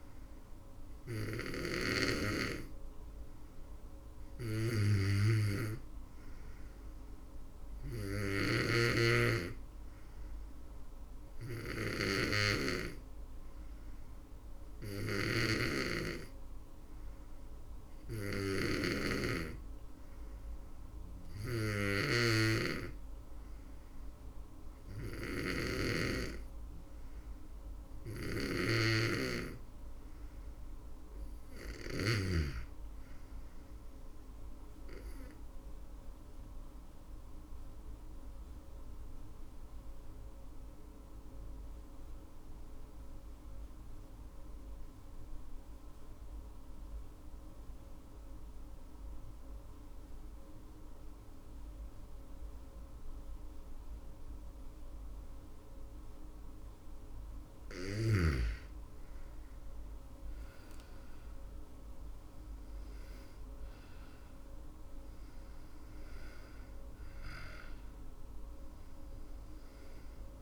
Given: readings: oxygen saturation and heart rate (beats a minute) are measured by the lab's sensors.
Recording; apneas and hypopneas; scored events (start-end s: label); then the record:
breathing in sleep by a room microphone; 1
34.00-56.50 s: obstructive apnea (oxygen 97% before, 88% lowest, heart rate 61 before, 58 extreme, up 15 after)
53.50-70.42 s: oxygen desaturation (device-marked, oxygen 96% before, 88% lowest, heart rate 66 before, 54 extreme)
58.00-61.00 s: arousal
59.50-70.42 s: drop in pulse transit time (device-marked, heart rate 69 before, 75 extreme)
From the record:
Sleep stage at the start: N2 (light sleep); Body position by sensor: on the back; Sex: female